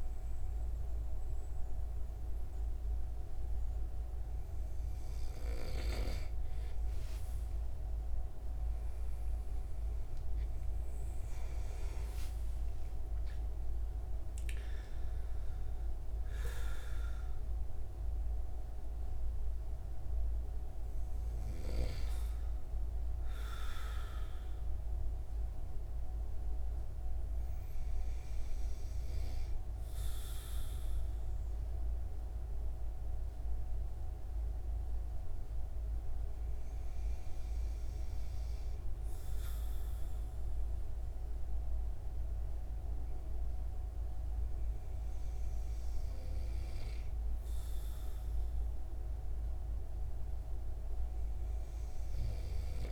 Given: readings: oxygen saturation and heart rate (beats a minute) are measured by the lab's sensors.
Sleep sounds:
breathing in sleep, hard to hear, by a room microphone; none
5.00-15.00 s: oxygen desaturation (device-marked, oxygen 98% before, 94% lowest)
10.00-14.50 s: arousal
From the record:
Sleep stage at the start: N2 (light sleep); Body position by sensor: on the right side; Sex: male

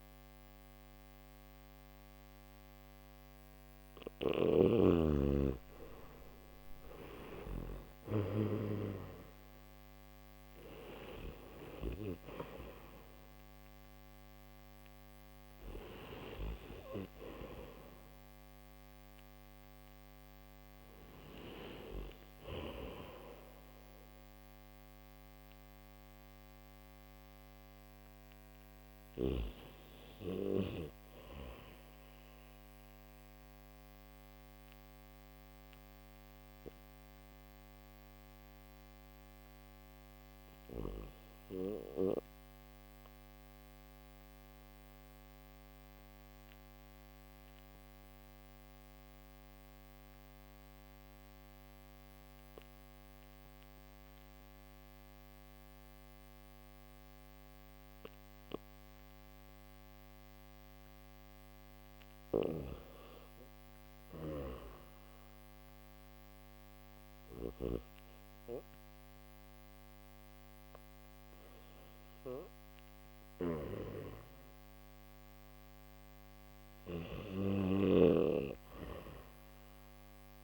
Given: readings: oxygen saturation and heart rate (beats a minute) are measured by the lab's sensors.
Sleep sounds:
breathing in sleep by a microphone on the trachea; none
0.00-35.50 s: oxygen desaturation (device-marked, oxygen 89% lowest, heart rate 59 extreme)
11.50-80.43 s: new sleep stage, N3 (deep sleep)
58.50-68.50 s: oxygen desaturation (device-marked, oxygen 98% before, 95% lowest, heart rate 62 before, 59 extreme)
61.50-67.00 s: snoring (device-marked)
77.00-80.43 s: snoring (device-marked)
From the record:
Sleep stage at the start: N1 (lightest sleep); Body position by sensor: on the back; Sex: male

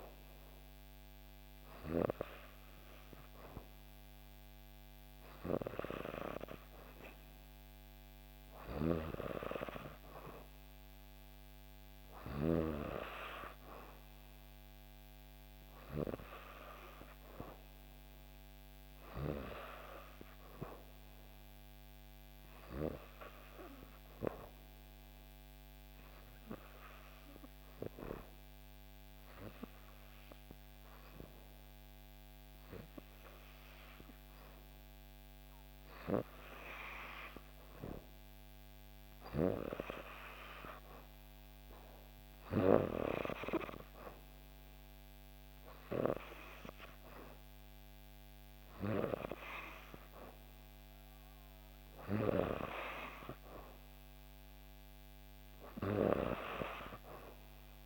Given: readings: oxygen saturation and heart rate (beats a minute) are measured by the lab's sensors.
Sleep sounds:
breathing in sleep by a microphone on the trachea; 1
0.00-2.50 s: oxygen desaturation (device-marked, oxygen 90% lowest, heart rate 60 extreme)
15.50-18.50 s: arousal
21.00-37.00 s: obstructive apnea (oxygen 94% before, 90% lowest, heart rate 61 before, 60 extreme, up 0 after)
39.00-41.50 s: arousal
44.50-57.86 s: oxygen desaturation (device-marked, oxygen 94% before, 90% lowest, heart rate 61 before, 60 extreme)
From the record:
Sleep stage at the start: N2 (light sleep); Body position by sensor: on the back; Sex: female

